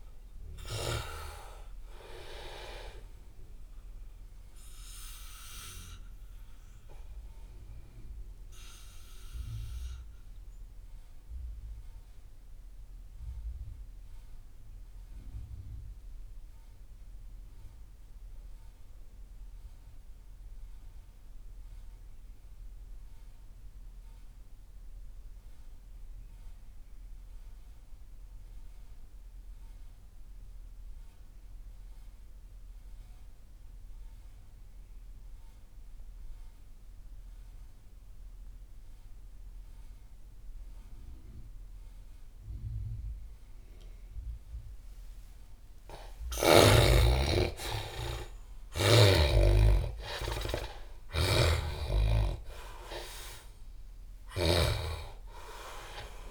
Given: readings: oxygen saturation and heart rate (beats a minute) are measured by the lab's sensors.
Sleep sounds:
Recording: breathing in sleep by a room microphone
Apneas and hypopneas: 1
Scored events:
0.00-2.00 s: arousal
9.50-44.50 s: obstructive apnea (oxygen 98% before, 73% lowest)
11.00-21.00 s: oxygen desaturation (device-marked, oxygen 96% before, 92% lowest)
30.00-56.31 s: oxygen desaturation (device-marked, oxygen 97% before, 73% lowest)
46.00-51.00 s: arousal
50.50-54.00 s: snoring (device-marked)
From the record:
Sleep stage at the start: N2 (light sleep)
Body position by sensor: on the back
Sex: male

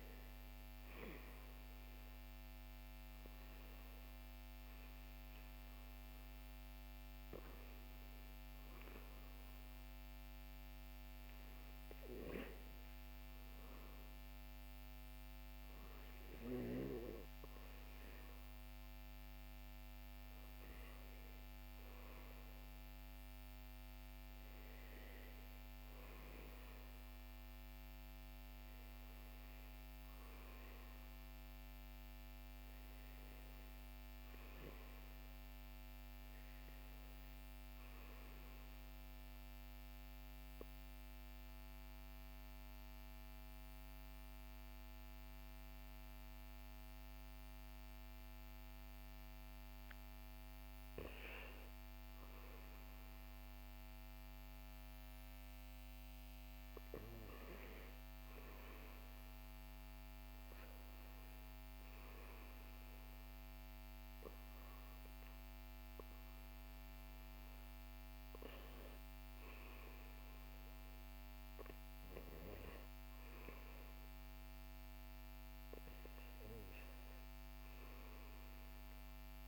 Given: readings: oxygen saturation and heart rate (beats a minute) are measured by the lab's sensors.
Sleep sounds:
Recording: breathing in sleep, hard to hear, by a microphone on the trachea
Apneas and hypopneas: 1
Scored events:
0.00-2.50 s: arousal
0.00-6.50 s: oxygen desaturation (device-marked, oxygen 92% lowest, heart rate 53 extreme)
40.00-51.50 s: obstructive apnea (oxygen 97% before, 94% lowest, heart rate 66 before, 63 extreme, up 4 after)
53.50-57.00 s: arousal
71.50-79.48 s: oxygen desaturation (device-marked, oxygen 98% before, 94% lowest, heart rate 68 before, 70 extreme)
From the record:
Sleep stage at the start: REM sleep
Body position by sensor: on the back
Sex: male

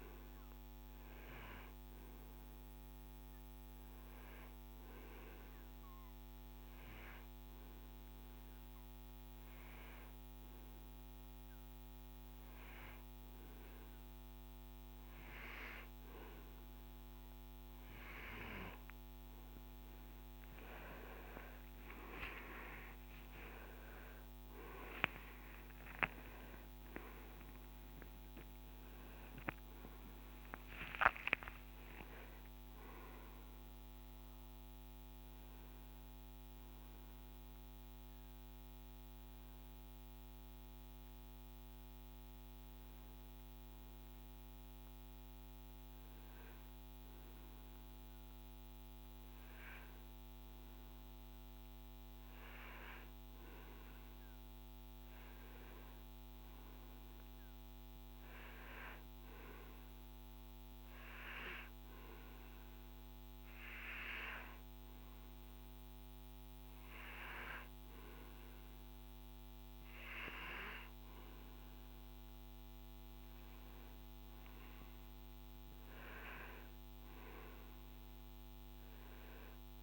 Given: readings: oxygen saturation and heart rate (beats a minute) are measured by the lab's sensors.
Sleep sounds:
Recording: breathing in sleep by a microphone on the trachea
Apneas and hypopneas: 1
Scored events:
0.00-11.00 s: oxygen desaturation (device-marked, oxygen 91% lowest, heart rate 56 extreme)
5.00-17.00 s: hypopnea (oxygen 96% before, 91% lowest, heart rate 59 before, 56 extreme, up 27 after)
20.50-26.50 s: arousal
21.50-23.50 s: long interval between heartbeats (device-marked, heart rate 57 before, 71 extreme)
57.00-69.00 s: oxygen desaturation (device-marked, oxygen 96% before, 92% lowest, heart rate 57 before, 57 extreme)
73.00-77.50 s: arousal
From the record:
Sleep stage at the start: N2 (light sleep)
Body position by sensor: on the back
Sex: male

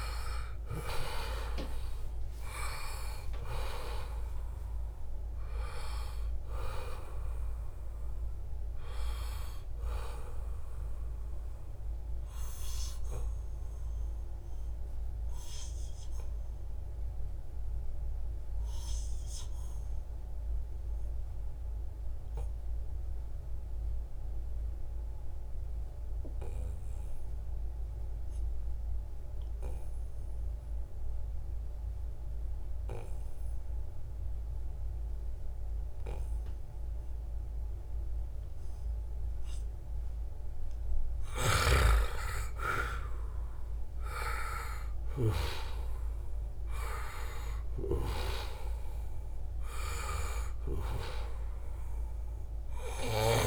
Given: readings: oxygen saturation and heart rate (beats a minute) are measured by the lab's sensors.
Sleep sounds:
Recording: breathing in sleep by a room microphone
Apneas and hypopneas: 1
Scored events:
0.00-1.00 s: arousal
0.00-21.50 s: oxygen desaturation (device-marked, oxygen 88% lowest, heart rate 70 extreme)
2.50-4.50 s: long interval between heartbeats (device-marked, heart rate 72 before, 105 extreme)
11.00-40.50 s: obstructive apnea (oxygen 97% before, 88% lowest, heart rate 85 before, 70 extreme, up 3 after)
41.50-45.50 s: arousal
41.50-53.47 s: oxygen desaturation (device-marked, oxygen 97% before, 89% lowest, heart rate 75 before, 69 extreme)
From the record:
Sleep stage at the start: N2 (light sleep)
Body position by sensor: on the right side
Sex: male

